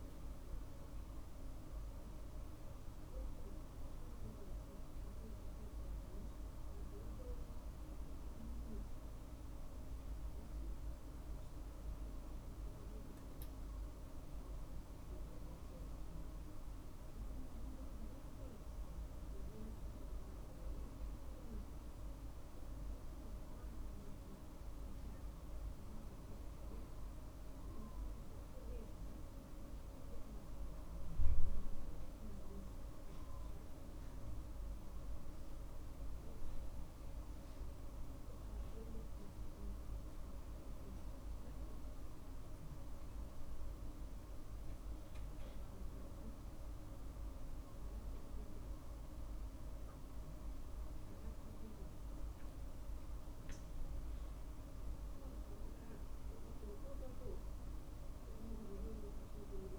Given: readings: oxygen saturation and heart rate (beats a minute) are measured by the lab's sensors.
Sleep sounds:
breathing in sleep, hard to hear, by a room microphone; none
0.00-3.00 s: arousal
48.00-52.50 s: arousal
From the record:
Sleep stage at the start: N2 (light sleep); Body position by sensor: on the right side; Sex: male

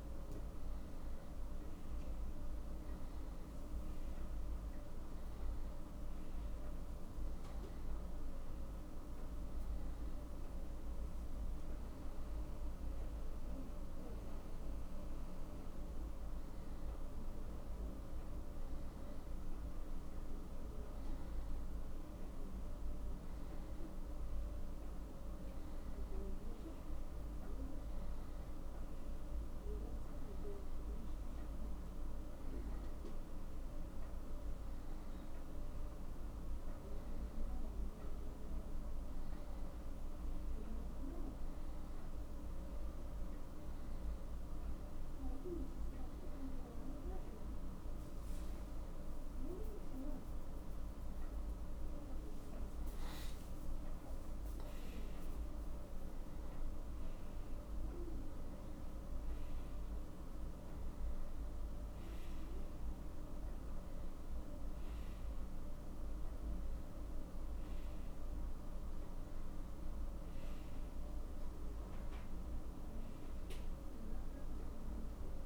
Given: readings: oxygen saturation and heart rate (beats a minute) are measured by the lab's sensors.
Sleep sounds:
a person awake in a sleep study, hard to hear, by a room microphone; none
none scored
From the record:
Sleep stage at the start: awake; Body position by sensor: on the back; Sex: male

